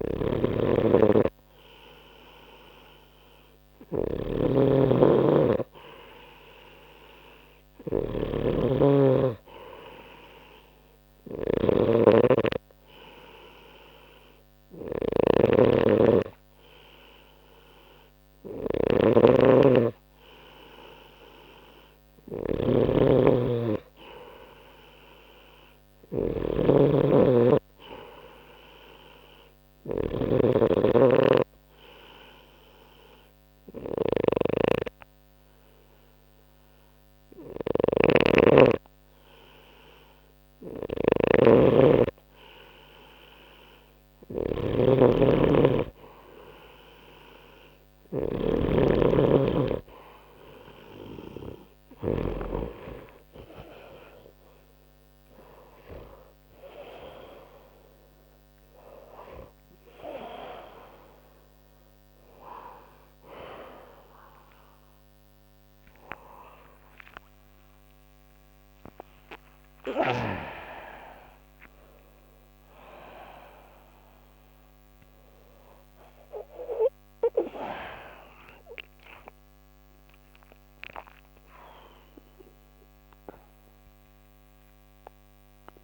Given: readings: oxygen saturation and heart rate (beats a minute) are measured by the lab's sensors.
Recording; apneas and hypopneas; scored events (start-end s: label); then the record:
a person partly awake in a sleep study, by a microphone on the trachea; 1
0.00-52.50 s: snoring (device-marked)
31.00-42.00 s: obstructive apnea (oxygen 93% before, 90% lowest, heart rate 63 before, 61 extreme, up 2 after)
53.50-65.50 s: oxygen desaturation (device-marked, oxygen 93% before, 90% lowest)
60.50-85.84 s: new sleep stage, awake
From the record:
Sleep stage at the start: N3 (deep sleep); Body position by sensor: on the right side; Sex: male